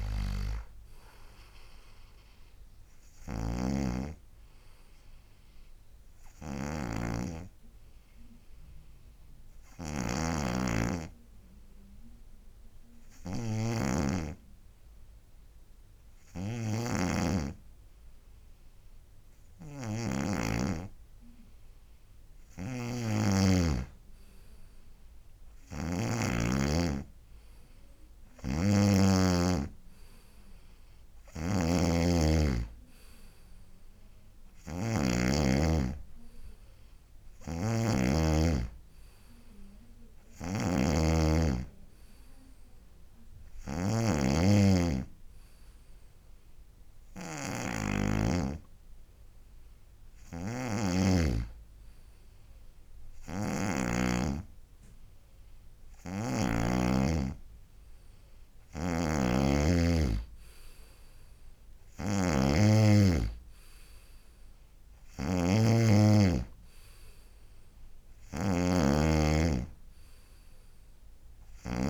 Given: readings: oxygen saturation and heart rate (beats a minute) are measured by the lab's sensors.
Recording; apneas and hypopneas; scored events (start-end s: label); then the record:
breathing in sleep by a room microphone; 2
3.50-26.50 s: snoring (device-marked)
5.50-21.50 s: obstructive apnea (oxygen 98% before, 93% lowest, heart rate 74 before, 69 extreme, up 3 after)
24.00-27.50 s: arousal
27.00-40.00 s: oxygen desaturation (device-marked, oxygen 97% before, 93% lowest, heart rate 71 before, 72 extreme)
28.50-35.50 s: snoring (device-marked)
37.50-57.00 s: snoring (device-marked)
46.00-58.50 s: hypopnea (oxygen 97% before, 93% lowest, heart rate 73 before, 72 extreme, up 4 after)
59.00-71.90 s: snoring (device-marked)
60.50-64.00 s: arousal
From the record:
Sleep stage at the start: N2 (light sleep); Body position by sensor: on the right side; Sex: male